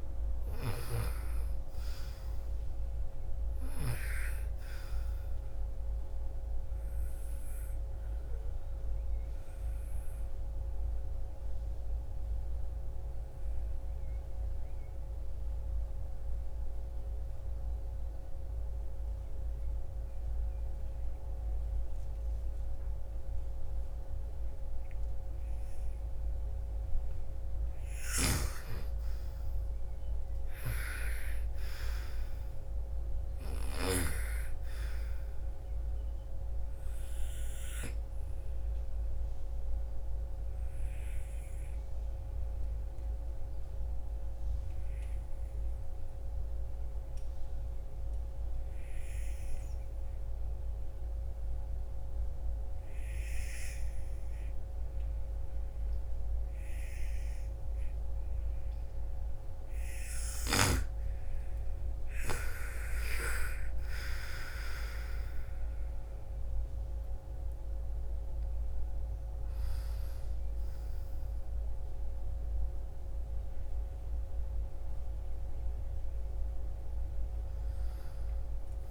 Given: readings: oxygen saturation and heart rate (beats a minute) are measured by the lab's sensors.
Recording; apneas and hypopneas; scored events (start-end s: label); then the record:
breathing in sleep by a room microphone; 2
0.00-1.00 s: arousal
0.00-3.00 s: snoring (device-marked)
1.00-16.00 s: oxygen desaturation (device-marked, oxygen 97% before, 89% lowest, heart rate 58 before, 54 extreme)
5.50-25.00 s: obstructive apnea (oxygen 98% before, 87% lowest, heart rate 61 before, 54 extreme, up 9 after)
26.00-51.00 s: oxygen desaturation (device-marked, oxygen 97% before, 87% lowest, heart rate 59 before, 54 extreme)
26.50-30.50 s: arousal
27.00-33.00 s: snoring (device-marked)
38.00-58.00 s: obstructive apnea (oxygen 97% before, 87% lowest, heart rate 62 before, 54 extreme, up 13 after)
58.00-78.91 s: oxygen desaturation (device-marked, oxygen 98% before, 88% lowest, heart rate 58 before, 59 extreme)
64.00-78.91 s: new sleep stage, awake
From the record:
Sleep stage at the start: N2 (light sleep); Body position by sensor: on the right side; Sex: female